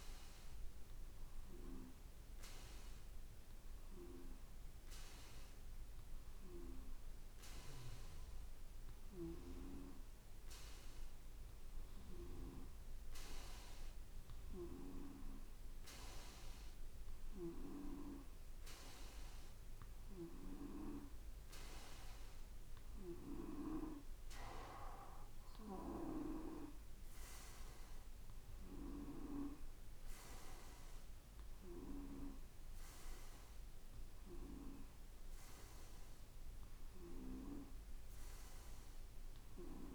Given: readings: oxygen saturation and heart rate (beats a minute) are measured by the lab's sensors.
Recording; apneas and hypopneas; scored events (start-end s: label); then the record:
breathing in sleep by a room microphone; none
none scored
From the record:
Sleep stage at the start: N2 (light sleep); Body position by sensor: on the back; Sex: male